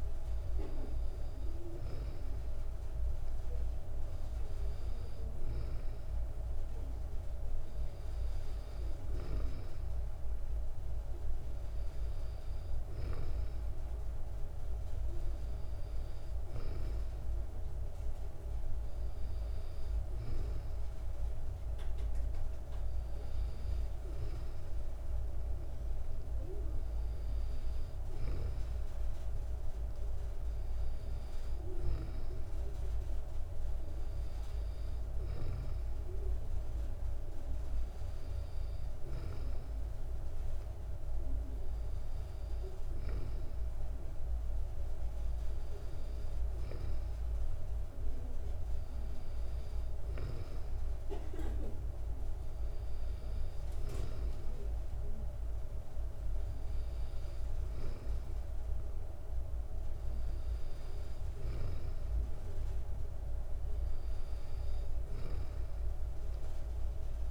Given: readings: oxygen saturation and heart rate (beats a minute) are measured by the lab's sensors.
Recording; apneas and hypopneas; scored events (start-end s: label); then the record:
breathing in sleep by a room microphone; none
none scored
From the record:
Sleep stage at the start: N2 (light sleep); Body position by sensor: on the back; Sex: female